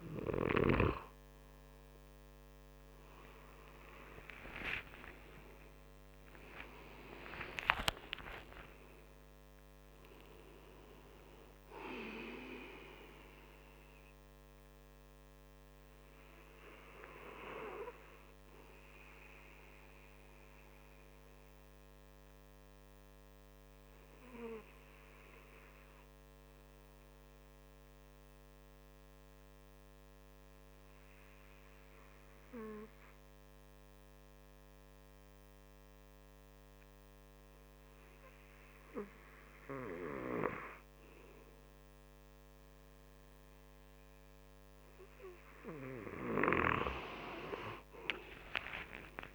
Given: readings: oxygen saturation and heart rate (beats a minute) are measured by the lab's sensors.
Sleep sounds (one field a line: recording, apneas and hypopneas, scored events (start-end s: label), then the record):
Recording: breathing in sleep by a microphone on the trachea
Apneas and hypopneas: 1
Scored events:
0.00-20.00 s: oxygen desaturation (device-marked, oxygen 93% lowest)
3.00-8.50 s: arousal
19.00-41.00 s: obstructive apnea (oxygen 97% before, 91% lowest)
48.00-49.35 s: arousal
48.00-49.35 s: oxygen desaturation (device-marked, oxygen 97% before, 91% lowest, heart rate 52 before, 61 extreme)
From the record:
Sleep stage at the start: N2 (light sleep)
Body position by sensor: on the right side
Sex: male